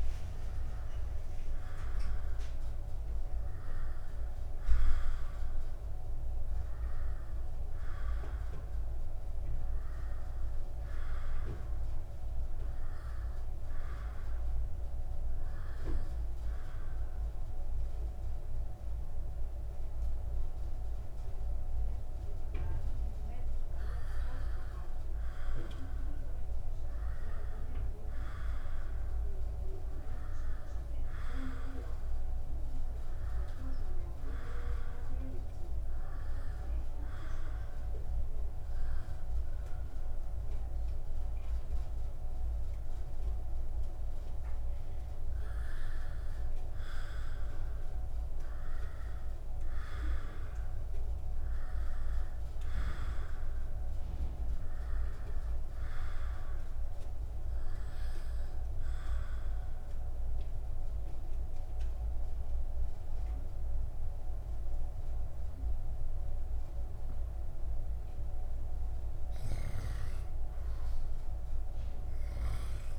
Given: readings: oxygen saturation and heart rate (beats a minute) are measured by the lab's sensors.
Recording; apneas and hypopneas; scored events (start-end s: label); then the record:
breathing in sleep, hard to hear, by a room microphone; 2
0.00-3.50 s: oxygen desaturation (device-marked, oxygen 91% lowest, heart rate 69 extreme)
7.00-10.50 s: arousal
15.00-25.50 s: hypopnea (oxygen 97% before, 91% lowest, heart rate 70 before, 68 extreme, up 0 after)
26.50-30.00 s: arousal
36.50-49.50 s: oxygen desaturation (device-marked, oxygen 97% before, 93% lowest, heart rate 69 before, 69 extreme)
37.00-48.00 s: hypopnea (oxygen 97% before, 88% lowest, heart rate 69 before, 69 extreme, up 2 after)
51.00-54.50 s: arousal
57.50-69.50 s: oxygen desaturation (device-marked, oxygen 97% before, 93% lowest, heart rate 69 before, 64 extreme)
69.50-72.99 s: arousal
From the record:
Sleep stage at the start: N2 (light sleep); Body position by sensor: upright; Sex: male